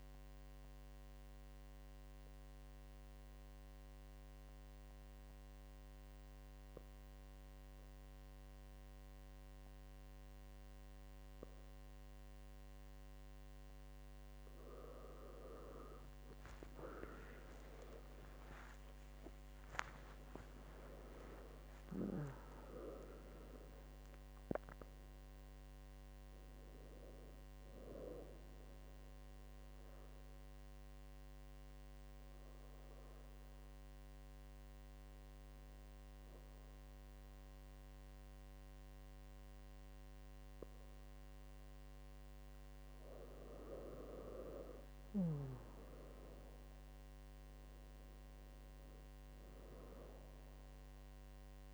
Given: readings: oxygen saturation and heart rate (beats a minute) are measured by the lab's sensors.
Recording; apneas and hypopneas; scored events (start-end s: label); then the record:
breathing in sleep by a microphone on the trachea; 2
0.50-14.50 s: obstructive apnea (oxygen 99% before, 95% lowest, heart rate 74 before, 64 extreme)
3.00-16.00 s: oxygen desaturation (device-marked, oxygen 99% before, 95% lowest, heart rate 74 before, 64 extreme)
17.00-22.50 s: arousal
29.50-42.00 s: obstructive apnea (oxygen 98% before, 96% lowest, heart rate 104 before, 64 extreme, up 17 after)
44.00-49.00 s: arousal
From the record:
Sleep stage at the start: N2 (light sleep); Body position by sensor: on the back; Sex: female